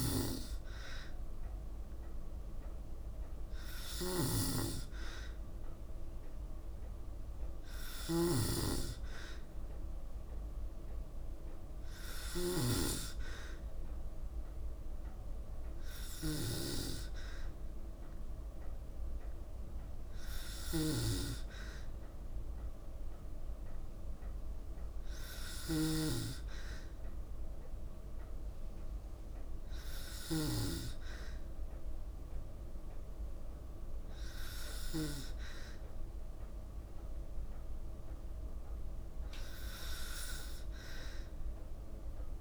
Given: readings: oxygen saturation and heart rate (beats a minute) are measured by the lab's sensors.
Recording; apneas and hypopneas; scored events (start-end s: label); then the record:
breathing in sleep by a room microphone; none
0.00-34.50 s: snoring (device-marked)
From the record:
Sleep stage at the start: N2 (light sleep); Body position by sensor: on the back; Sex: female